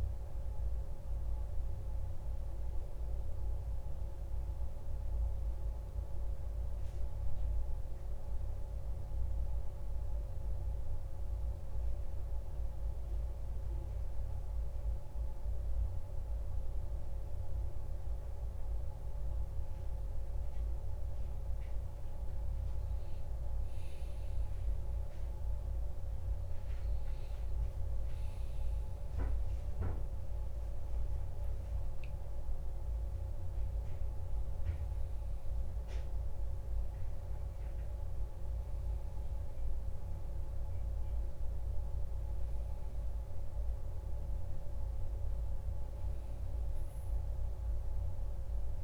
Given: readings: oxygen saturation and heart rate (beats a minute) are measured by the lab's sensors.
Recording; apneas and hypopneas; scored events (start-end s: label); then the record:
breathing in sleep, hard to hear, by a room microphone; none
26.50-48.84 s: new sleep stage, N1 (lightest sleep)
29.00-34.00 s: arousal
From the record:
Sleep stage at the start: N2 (light sleep); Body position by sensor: on the back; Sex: male